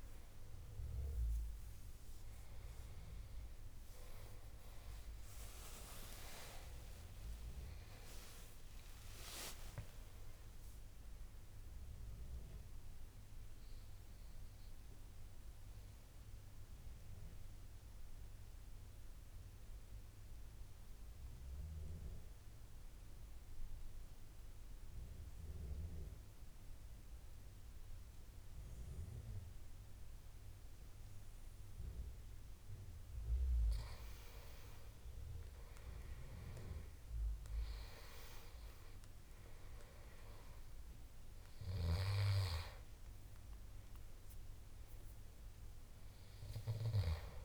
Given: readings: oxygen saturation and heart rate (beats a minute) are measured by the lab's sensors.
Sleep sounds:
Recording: breathing in sleep by a room microphone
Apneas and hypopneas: 1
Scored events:
0.00-12.00 s: oxygen desaturation (device-marked, oxygen 93% lowest, heart rate 69 extreme)
14.00-32.50 s: mixed apnea (oxygen 99% before, 88% lowest, heart rate 82 before, 69 extreme, up 11 after)
35.00-39.00 s: arousal
35.00-47.45 s: oxygen desaturation (device-marked, oxygen 98% before, 88% lowest, heart rate 73 before, 69 extreme)
From the record:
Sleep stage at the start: N2 (light sleep)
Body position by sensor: on the right side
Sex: male

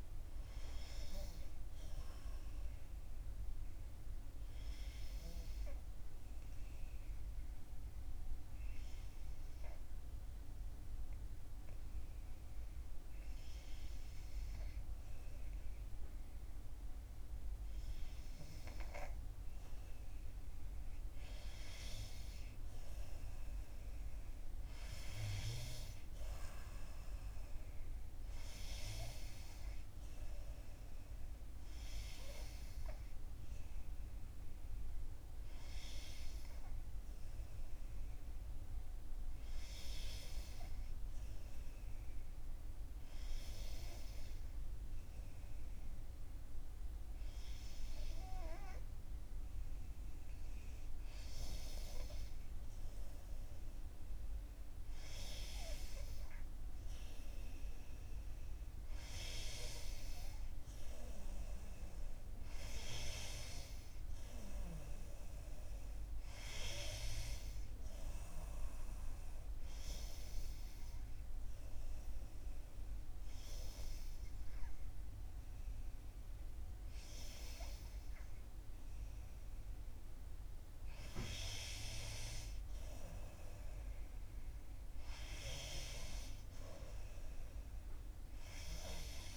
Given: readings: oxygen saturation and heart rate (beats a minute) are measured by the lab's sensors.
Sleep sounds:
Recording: breathing in sleep by a room microphone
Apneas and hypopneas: 3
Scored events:
5.50-19.00 s: hypopnea (oxygen 96% before, 92% lowest, heart rate 64 before, 60 extreme, up 5 after)
21.00-24.50 s: arousal
37.00-40.50 s: arousal
42.50-56.00 s: hypopnea (oxygen 96% before, 91% lowest, heart rate 64 before, 61 extreme, up 3 after)
57.50-62.00 s: arousal
68.50-79.50 s: hypopnea (oxygen 94% before, 90% lowest, heart rate 63 before, 60 extreme, up 1 after)
82.00-85.50 s: arousal
From the record:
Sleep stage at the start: N2 (light sleep)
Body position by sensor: on the back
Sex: female

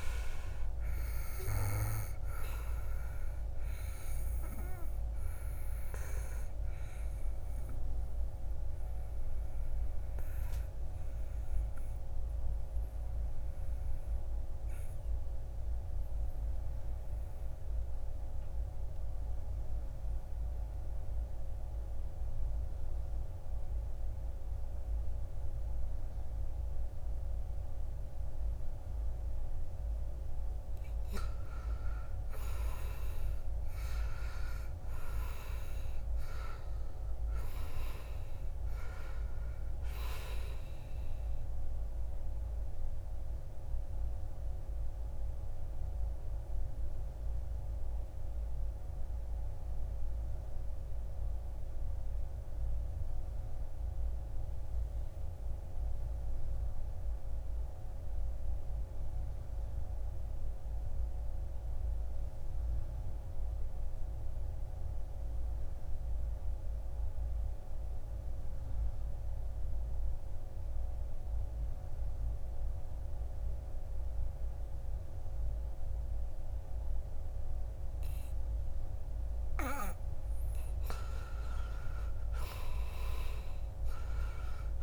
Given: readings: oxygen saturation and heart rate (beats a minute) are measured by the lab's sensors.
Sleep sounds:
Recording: breathing in sleep by a room microphone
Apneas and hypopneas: 2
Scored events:
2.50-19.50 s: oxygen desaturation (device-marked, oxygen 93% before, 80% lowest, heart rate 64 before, 54 extreme)
2.50-30.50 s: obstructive apnea (oxygen 94% before, 80% lowest, heart rate 64 before, 52 extreme, up 13 after)
32.00-36.50 s: arousal
34.50-58.50 s: oxygen desaturation (device-marked, oxygen 98% before, 81% lowest, heart rate 57 before, 52 extreme)
45.00-79.50 s: obstructive apnea (oxygen 99% before, 73% lowest, heart rate 63 before, 52 extreme, up 10 after)
73.50-84.83 s: oxygen desaturation (device-marked, oxygen 98% before, 73% lowest, heart rate 59 before, 54 extreme)
81.00-84.83 s: arousal
From the record:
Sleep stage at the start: N2 (light sleep)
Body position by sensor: on the back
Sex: male

